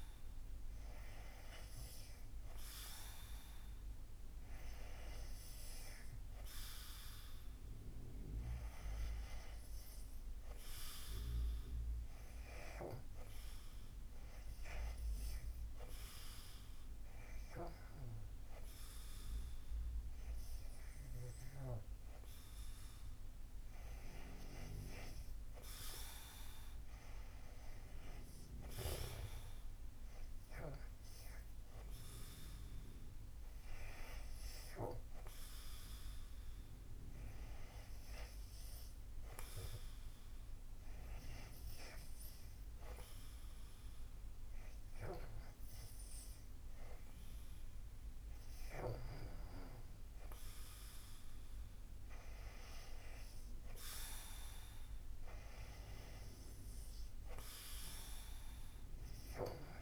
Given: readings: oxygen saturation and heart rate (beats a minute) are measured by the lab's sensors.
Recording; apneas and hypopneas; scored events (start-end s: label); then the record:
breathing in sleep by a room microphone; none
none scored
From the record:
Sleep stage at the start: REM sleep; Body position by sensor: on the back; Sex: male